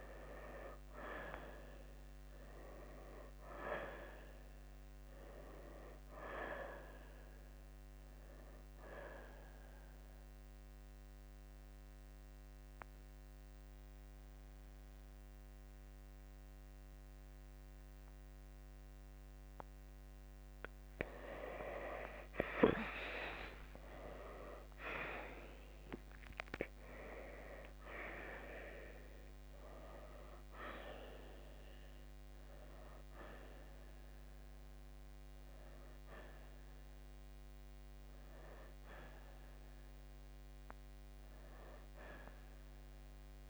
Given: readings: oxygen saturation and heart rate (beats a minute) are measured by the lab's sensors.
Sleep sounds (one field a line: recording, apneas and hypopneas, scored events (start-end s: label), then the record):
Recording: breathing in sleep by a microphone on the trachea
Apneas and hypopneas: 1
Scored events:
0.00-1.00 s: arousal
10.50-21.50 s: mixed apnea (oxygen 93% before, 85% lowest, heart rate 64 before, 52 extreme, up 15 after)
15.00-30.00 s: oxygen desaturation (device-marked, oxygen 92% before, 87% lowest, heart rate 63 before, 48 extreme)
23.00-27.00 s: arousal
27.00-43.50 s: new sleep stage, N1 (lightest sleep)
42.00-43.50 s: oxygen desaturation (device-marked, oxygen 92% before, 85% lowest, heart rate 67 before, 48 extreme)
From the record:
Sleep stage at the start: N2 (light sleep)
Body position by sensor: on the right side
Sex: male